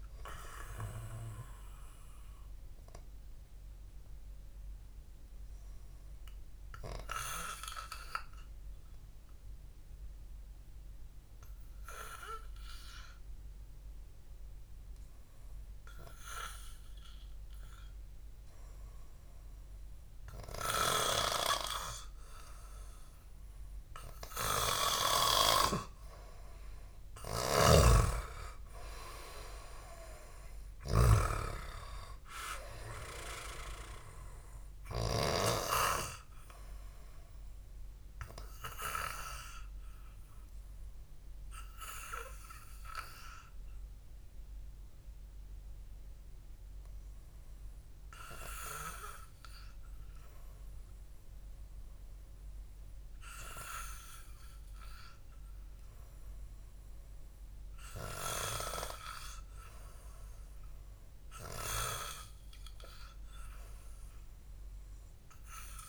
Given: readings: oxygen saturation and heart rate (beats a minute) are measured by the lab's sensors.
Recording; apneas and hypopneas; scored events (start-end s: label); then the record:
breathing in sleep by a room microphone; 2
5.00-21.50 s: hypopnea (oxygen 98% before, 93% lowest, heart rate 56 before, 53 extreme, up 0 after)
24.50-29.50 s: arousal
28.00-36.50 s: snoring (device-marked)
40.00-51.50 s: hypopnea (oxygen 97% before, 93% lowest, heart rate 57 before, 52 extreme, up 5 after)
55.00-58.00 s: arousal
From the record:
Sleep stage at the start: N2 (light sleep); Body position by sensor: on the back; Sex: male